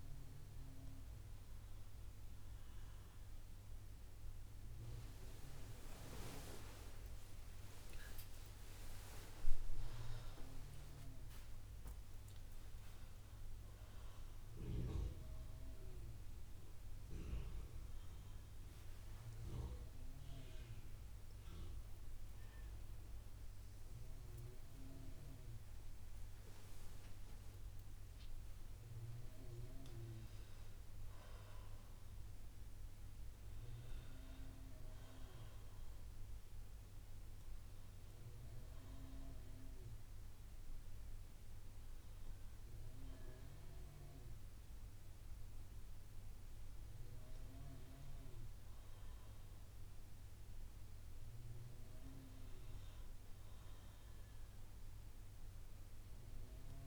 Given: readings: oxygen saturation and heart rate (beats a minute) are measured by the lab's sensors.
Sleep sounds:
a person awake in a sleep study, by a room microphone; 1
3.00-33.00 s: new sleep stage, awake
33.00-47.00 s: oxygen desaturation (device-marked, oxygen 95% before, 89% lowest, heart rate 65 before, 61 extreme)
33.00-56.87 s: new sleep stage, N2 (light sleep)
37.00-48.00 s: obstructive apnea (oxygen 95% before, 89% lowest, heart rate 64 before, 61 extreme, up 1 after)
50.00-53.50 s: arousal
From the record:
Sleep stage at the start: N2 (light sleep); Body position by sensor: on the right side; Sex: female

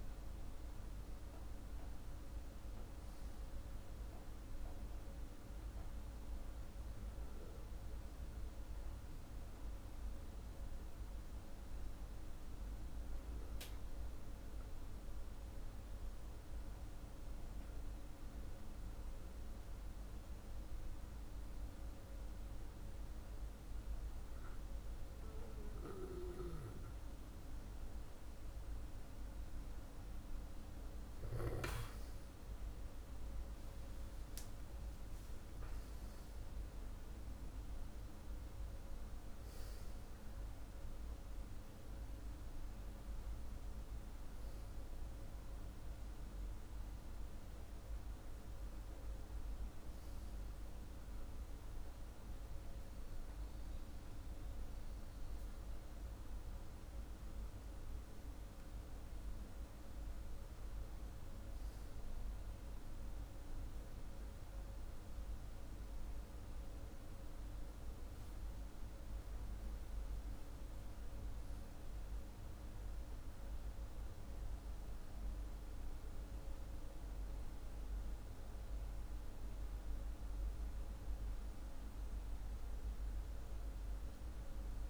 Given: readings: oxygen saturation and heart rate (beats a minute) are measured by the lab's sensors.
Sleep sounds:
breathing in sleep, hard to hear, by a room microphone; 1
6.50-28.00 s: hypopnea (oxygen 97% before, 94% lowest, heart rate 46 before, 47 extreme, up 5 after)
33.00-37.00 s: arousal
From the record:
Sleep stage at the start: N2 (light sleep); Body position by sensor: on the back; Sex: male

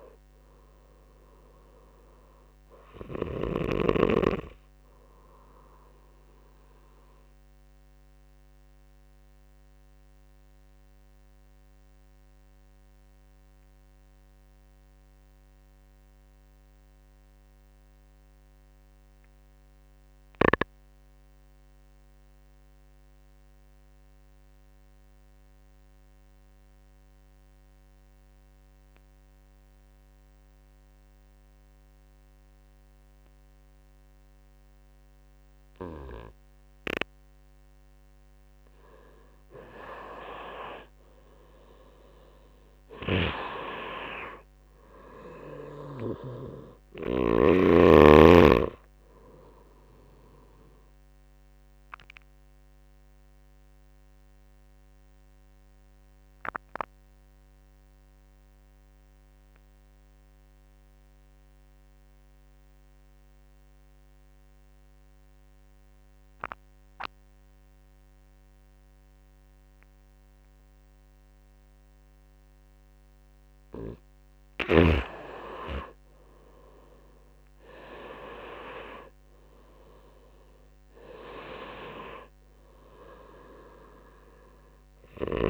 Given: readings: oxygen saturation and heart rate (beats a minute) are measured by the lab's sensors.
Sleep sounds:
breathing in sleep by a microphone on the trachea; 2
0.00-10.50 s: oxygen desaturation (device-marked, oxygen 86% lowest)
6.00-36.50 s: obstructive apnea (oxygen 99% before, 84% lowest)
24.50-63.50 s: oxygen desaturation (device-marked, oxygen 98% before, 84% lowest)
38.50-41.50 s: arousal
42.00-47.00 s: snoring (device-marked)
50.50-72.50 s: obstructive apnea (oxygen 98% before, 84% lowest)
73.50-85.50 s: oxygen desaturation (device-marked, oxygen 97% before, 87% lowest)
75.00-78.50 s: arousal
84.50-85.50 s: snoring (device-marked)
From the record:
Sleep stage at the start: N2 (light sleep); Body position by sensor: on the right side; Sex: male

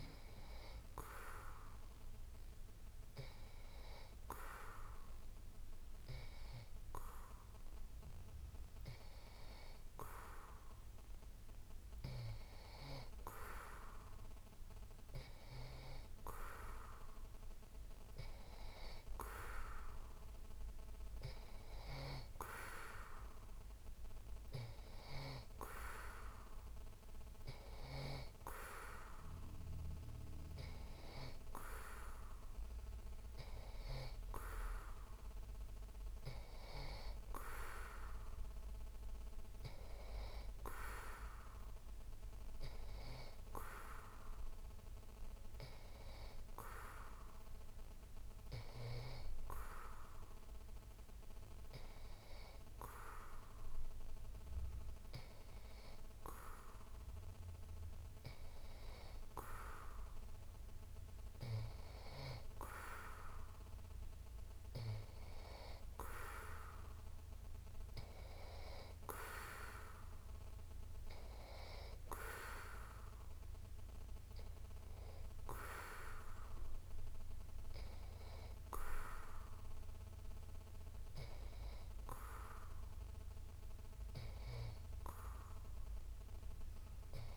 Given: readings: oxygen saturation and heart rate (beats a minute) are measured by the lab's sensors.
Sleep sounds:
breathing in sleep by a room microphone; none
none scored
From the record:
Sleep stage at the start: N2 (light sleep); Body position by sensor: on the back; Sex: male

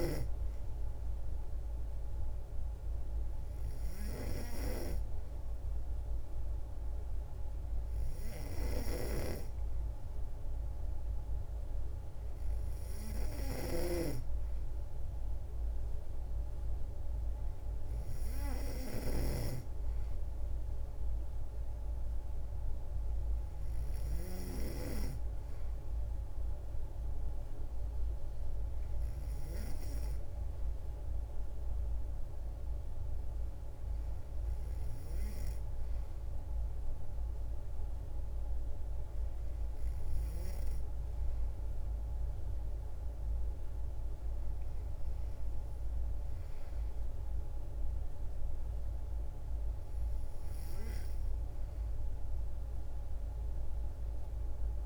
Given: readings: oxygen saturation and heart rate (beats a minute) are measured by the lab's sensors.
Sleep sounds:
breathing in sleep by a room microphone; none
13.50-24.50 s: snoring (device-marked)
From the record:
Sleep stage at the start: N3 (deep sleep); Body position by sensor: on the back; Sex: female

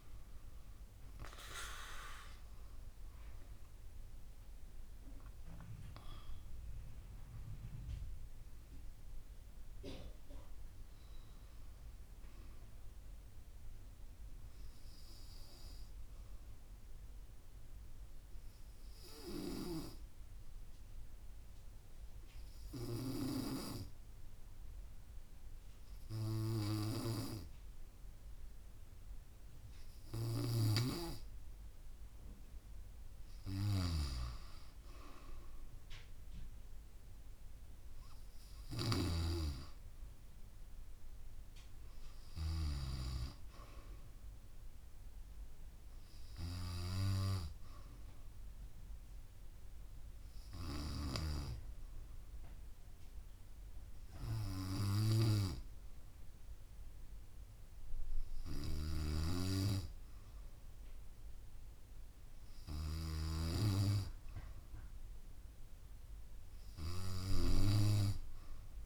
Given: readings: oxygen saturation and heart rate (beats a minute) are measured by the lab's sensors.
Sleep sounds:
breathing in sleep by a room microphone; 1
0.00-1.00 s: arousal
0.00-17.50 s: oxygen desaturation (device-marked, oxygen 92% lowest, heart rate 63 extreme)
16.50-32.50 s: obstructive apnea (oxygen 96% before, 91% lowest, heart rate 71 before, 63 extreme, up 6 after)
34.50-39.50 s: arousal
36.50-49.50 s: oxygen desaturation (device-marked, oxygen 96% before, 91% lowest, heart rate 68 before, 58 extreme)
39.00-43.00 s: snoring (device-marked)
59.00-63.50 s: snoring (device-marked)
60.50-65.50 s: bradycardia (device-marked, heart rate 70 before, 58 extreme)
From the record:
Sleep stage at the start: N2 (light sleep); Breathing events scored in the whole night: 198 in 7.2 hours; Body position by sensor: on the back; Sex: female

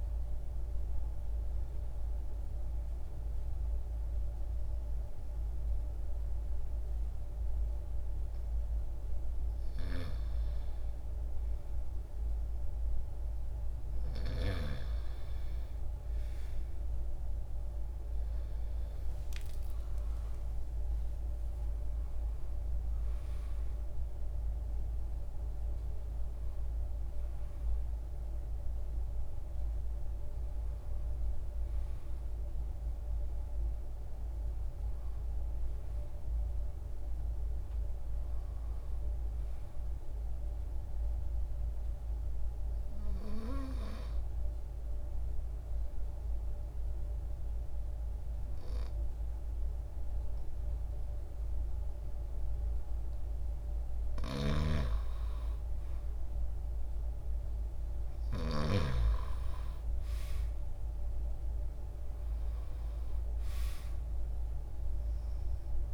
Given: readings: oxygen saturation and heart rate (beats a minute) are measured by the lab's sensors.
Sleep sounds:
a person partly awake in a sleep study, by a room microphone; 1
3.50-33.50 s: new sleep stage, N1 (lightest sleep)
9.50-43.50 s: oxygen desaturation (device-marked, oxygen 98% before, 89% lowest, heart rate 76 before, 66 extreme)
18.00-22.50 s: arousal
33.50-65.94 s: new sleep stage, N2 (light sleep)
44.50-54.50 s: obstructive apnea (oxygen 96% before, 87% lowest, heart rate 72 before, 66 extreme, up 1 after)
54.00-58.50 s: snoring (device-marked)
57.00-61.00 s: arousal
61.50-65.94 s: oxygen desaturation (device-marked, oxygen 96% before, 88% lowest, heart rate 68 before, 66 extreme)
From the record:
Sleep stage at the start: awake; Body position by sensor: on the back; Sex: male

